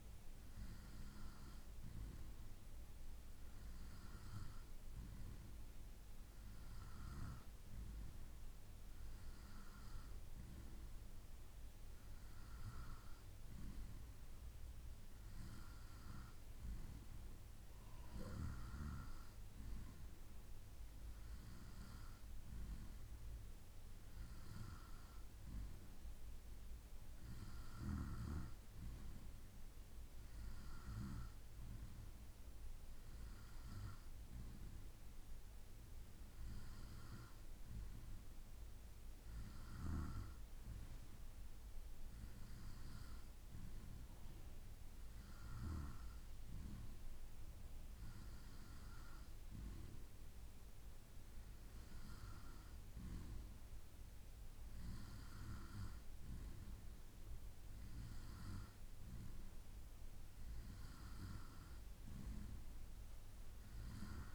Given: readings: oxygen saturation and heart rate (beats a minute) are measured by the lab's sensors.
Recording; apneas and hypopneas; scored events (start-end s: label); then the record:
breathing in sleep by a room microphone; none
0.00-1.50 s: bradycardia (device-marked, heart rate 39 extreme)
6.50-19.50 s: bradycardia (device-marked, heart rate 68 before, 32 extreme)
25.50-27.50 s: bradycardia (device-marked, heart rate 67 before, 68 extreme)
52.50-55.50 s: bradycardia (device-marked, heart rate 68 before, 61 extreme)
58.50-64.34 s: bradycardia (device-marked, heart rate 68 before, 57 extreme)
From the record:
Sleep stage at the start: N2 (light sleep); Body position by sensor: on the right side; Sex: male